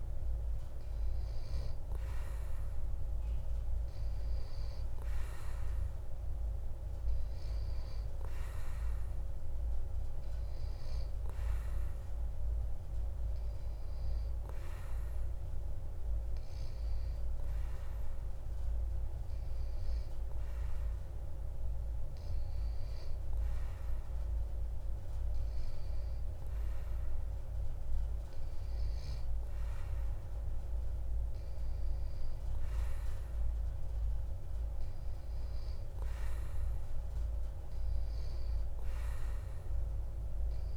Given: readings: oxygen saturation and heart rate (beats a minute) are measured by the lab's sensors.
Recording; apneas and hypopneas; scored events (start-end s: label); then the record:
breathing in sleep, hard to hear, by a room microphone; none
none scored
From the record:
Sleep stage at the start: N2 (light sleep); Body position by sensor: on the back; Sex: male